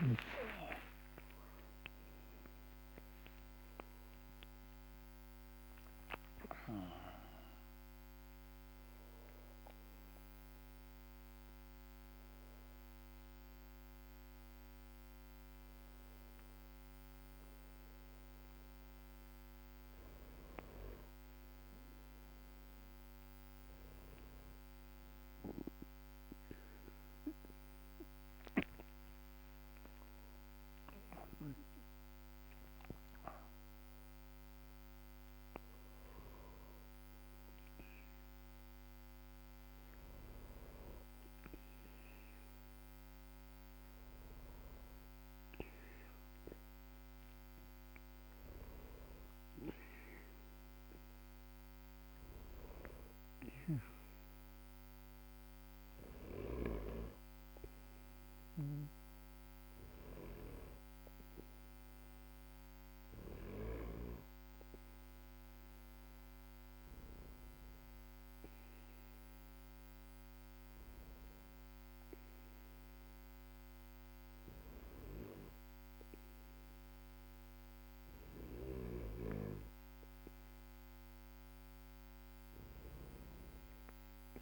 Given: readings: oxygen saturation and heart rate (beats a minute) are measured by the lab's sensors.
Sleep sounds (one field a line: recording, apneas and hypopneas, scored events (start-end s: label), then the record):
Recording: a person partly awake in a sleep study, by a microphone on the trachea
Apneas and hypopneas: none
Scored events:
1.50-84.42 s: new sleep stage, N1 (lightest sleep)
From the record:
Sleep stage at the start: awake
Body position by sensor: on the back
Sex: male